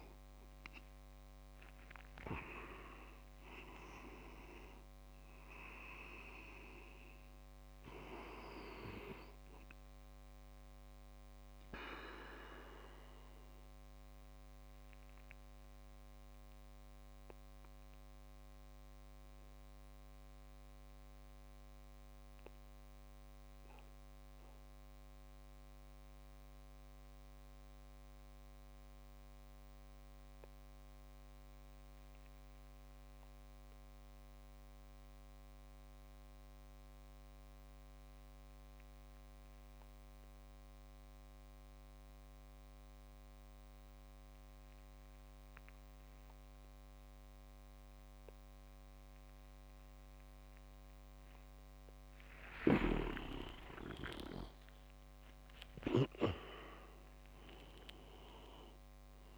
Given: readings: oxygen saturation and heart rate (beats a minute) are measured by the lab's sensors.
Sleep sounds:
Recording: breathing in sleep by a microphone on the trachea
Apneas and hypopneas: 1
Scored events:
0.00-1.00 s: arousal
0.00-9.50 s: oxygen desaturation (device-marked, oxygen 93% lowest)
11.50-51.50 s: mixed apnea (oxygen 98% before, 93% lowest)
48.50-59.38 s: oxygen desaturation (device-marked, oxygen 99% before, 93% lowest)
52.50-54.00 s: leg movement (device-marked)
52.50-56.00 s: snoring (device-marked)
53.00-58.50 s: arousal
From the record:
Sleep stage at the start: N2 (light sleep)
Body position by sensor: on the back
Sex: male

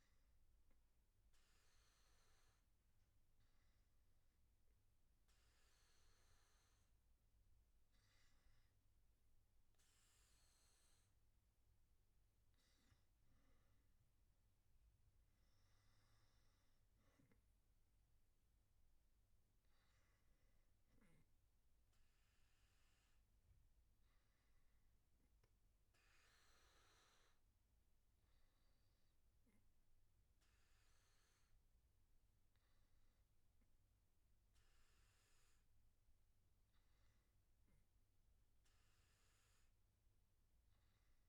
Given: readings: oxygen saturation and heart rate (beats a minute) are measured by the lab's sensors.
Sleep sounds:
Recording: breathing in sleep, hard to hear, by a room microphone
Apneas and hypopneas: none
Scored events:
none scored
From the record:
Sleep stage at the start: N1 (lightest sleep)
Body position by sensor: on the back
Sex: male

